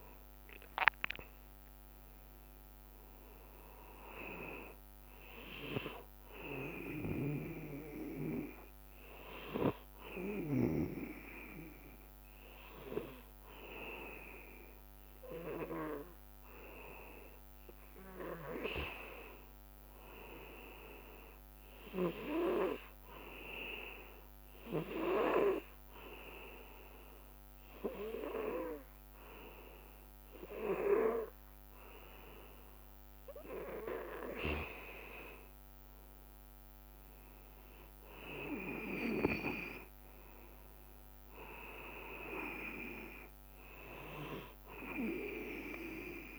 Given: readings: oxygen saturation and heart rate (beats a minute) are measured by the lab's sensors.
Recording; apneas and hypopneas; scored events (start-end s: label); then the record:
breathing in sleep by a microphone on the trachea; 2
0.00-3.00 s: arousal
7.00-17.00 s: hypopnea (oxygen 99% before, 95% lowest, heart rate 59 before, 55 extreme, up 8 after)
19.50-22.50 s: arousal
24.50-35.00 s: obstructive apnea (oxygen 98% before, 93% lowest, heart rate 60 before, 55 extreme, up 24 after)
39.00-41.00 s: long interval between heartbeats (device-marked, heart rate 60 before, 77 extreme)
42.00-46.39 s: arousal
From the record:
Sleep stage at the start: N2 (light sleep); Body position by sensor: on the back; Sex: male